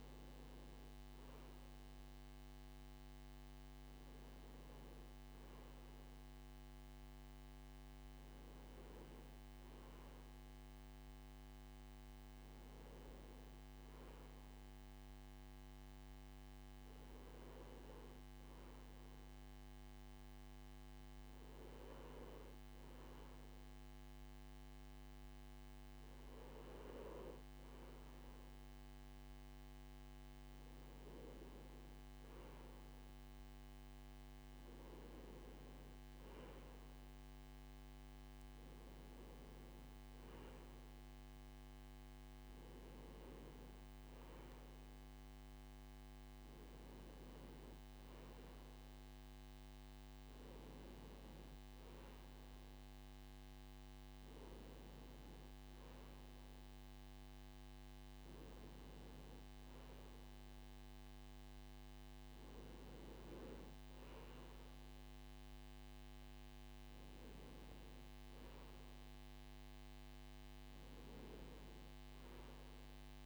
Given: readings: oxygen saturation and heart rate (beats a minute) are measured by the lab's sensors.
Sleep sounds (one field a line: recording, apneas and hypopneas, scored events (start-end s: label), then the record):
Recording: breathing in sleep, hard to hear, by a microphone on the trachea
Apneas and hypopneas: none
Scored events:
none scored
From the record:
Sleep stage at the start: N2 (light sleep)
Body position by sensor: on the right side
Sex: male